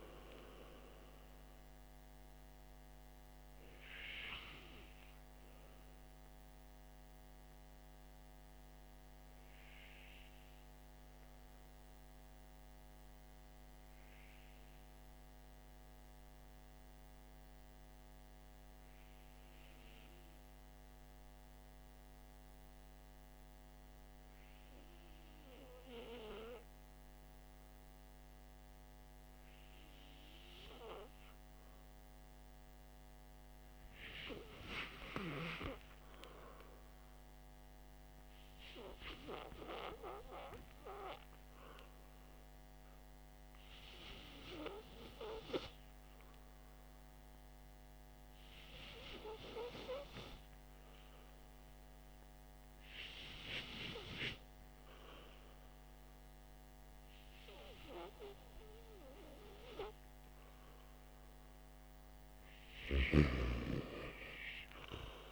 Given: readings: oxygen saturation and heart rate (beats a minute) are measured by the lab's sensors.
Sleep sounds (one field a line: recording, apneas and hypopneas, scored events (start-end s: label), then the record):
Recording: breathing in sleep by a microphone on the trachea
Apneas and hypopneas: 1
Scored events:
6.00-29.50 s: hypopnea (oxygen 98% before, 94% lowest, heart rate 53 before, 46 extreme, up 6 after)
21.50-34.50 s: oxygen desaturation (device-marked, oxygen 98% before, 94% lowest, heart rate 49 before, 46 extreme)
31.50-35.00 s: arousal
From the record:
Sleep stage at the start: REM sleep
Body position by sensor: on the back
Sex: male